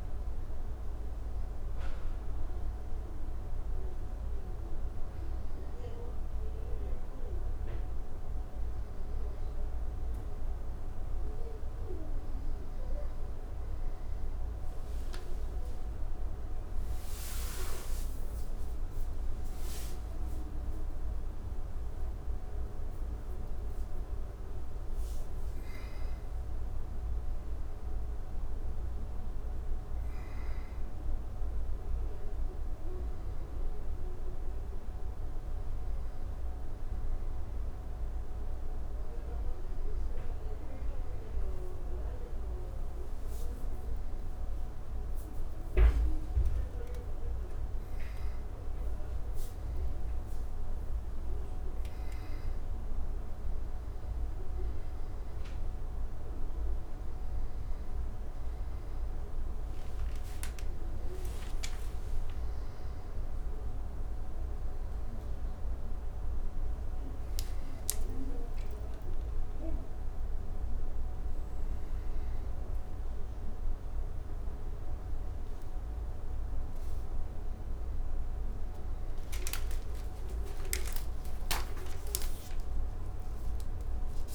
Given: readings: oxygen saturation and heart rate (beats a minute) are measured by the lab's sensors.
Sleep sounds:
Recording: breathing in sleep, hard to hear, by a room microphone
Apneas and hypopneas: none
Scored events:
67.50-73.50 s: arousal
From the record:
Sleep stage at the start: N2 (light sleep)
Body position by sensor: on the back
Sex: male

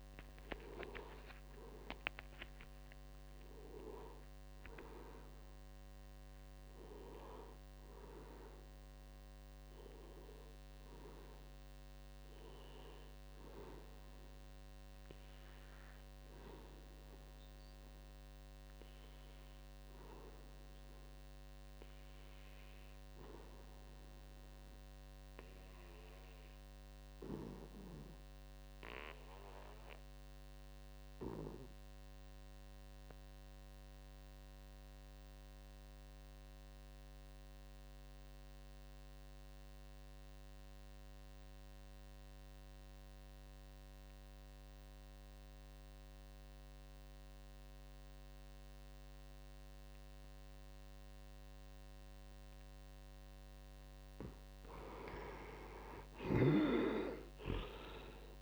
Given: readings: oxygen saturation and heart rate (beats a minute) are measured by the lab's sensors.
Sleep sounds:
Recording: breathing in sleep by a microphone on the trachea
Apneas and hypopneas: 1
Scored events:
0.00-8.50 s: oxygen desaturation (device-marked, oxygen 64% lowest, heart rate 58 extreme)
9.50-13.50 s: arousal
12.50-58.41 s: new sleep stage, N2 (light sleep)
16.00-53.50 s: obstructive apnea (oxygen 98% before, 68% lowest, heart rate 84 before, 63 extreme, up 13 after)
28.50-58.41 s: oxygen desaturation (device-marked, oxygen 98% before, 68% lowest, heart rate 81 before, 63 extreme)
56.00-58.41 s: arousal
From the record:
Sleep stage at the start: N1 (lightest sleep)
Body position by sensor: on the back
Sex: male

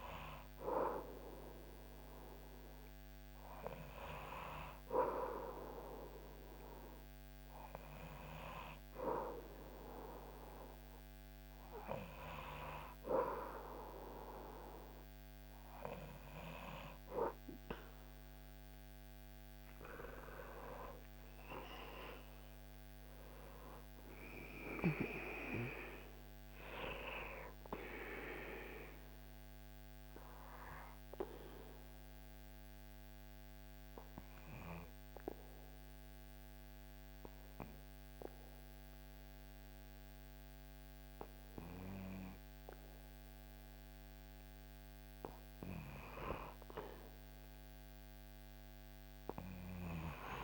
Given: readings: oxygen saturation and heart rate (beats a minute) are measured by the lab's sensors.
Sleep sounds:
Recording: breathing in sleep by a microphone on the trachea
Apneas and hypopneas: 1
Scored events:
0.00-1.50 s: arousal
24.00-28.00 s: arousal
30.00-46.00 s: obstructive apnea (oxygen 99% before, 96% lowest, heart rate 71 before, 64 extreme, up 4 after)
48.00-50.44 s: arousal
From the record:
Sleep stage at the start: N2 (light sleep)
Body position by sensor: on the back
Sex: male

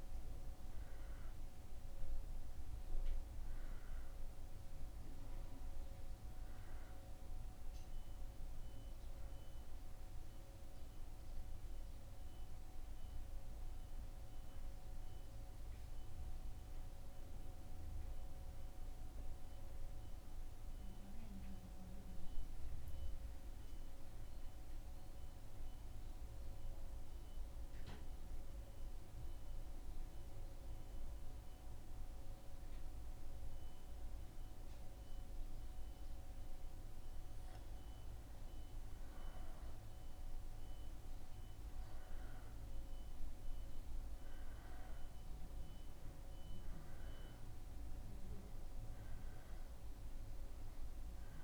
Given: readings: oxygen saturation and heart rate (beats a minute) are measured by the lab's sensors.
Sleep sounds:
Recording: breathing in sleep, hard to hear, by a room microphone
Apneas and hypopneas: 1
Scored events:
1.00-5.00 s: arousal
9.50-36.50 s: mixed apnea (oxygen 93% before, 92% lowest, heart rate 76 before, 72 extreme, up 5 after)
38.00-42.00 s: arousal
From the record:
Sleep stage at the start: N2 (light sleep)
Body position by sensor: on the back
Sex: male

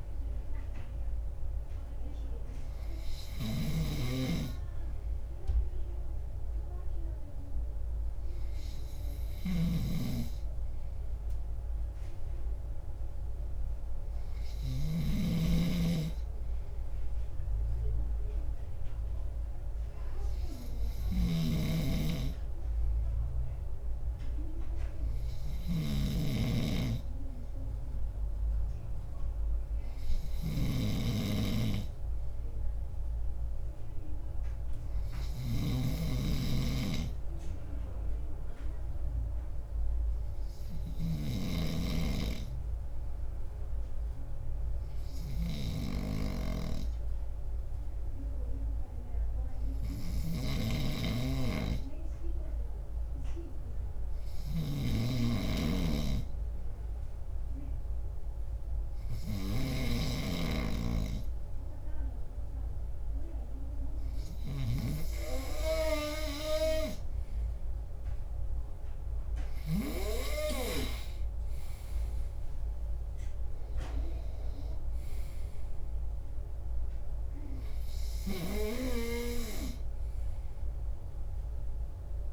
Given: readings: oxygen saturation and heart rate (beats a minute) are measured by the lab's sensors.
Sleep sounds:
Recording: breathing in sleep by a room microphone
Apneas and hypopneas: 1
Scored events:
3.50-15.00 s: snoring (device-marked)
21.00-42.00 s: snoring (device-marked)
33.50-65.00 s: obstructive apnea (oxygen 98% before, 94% lowest)
50.00-60.00 s: snoring (device-marked)
71.00-74.00 s: arousal
From the record:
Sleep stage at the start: N2 (light sleep)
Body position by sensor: on the left side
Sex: male

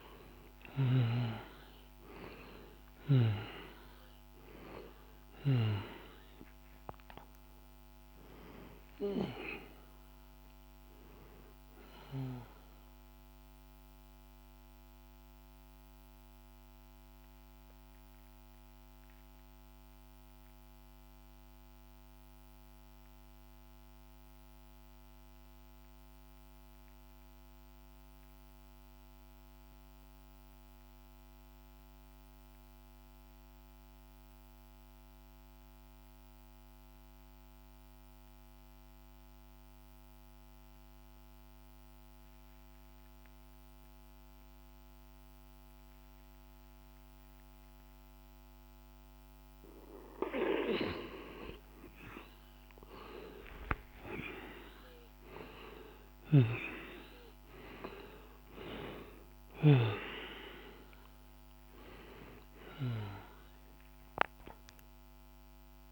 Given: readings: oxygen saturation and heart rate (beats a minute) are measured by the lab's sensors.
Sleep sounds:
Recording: breathing in sleep by a microphone on the trachea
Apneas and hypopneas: 1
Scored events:
0.00-2.00 s: arousal
0.00-25.00 s: oxygen desaturation (device-marked, oxygen 89% lowest, heart rate 46 extreme)
12.50-49.50 s: mixed apnea (oxygen 98% before, 84% lowest, heart rate 78 before, 46 extreme, up 52 after)
40.00-65.92 s: oxygen desaturation (device-marked, oxygen 99% before, 84% lowest, heart rate 47 before, 48 extreme)
52.00-57.50 s: arousal
From the record:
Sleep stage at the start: N2 (light sleep)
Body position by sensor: on the back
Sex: male

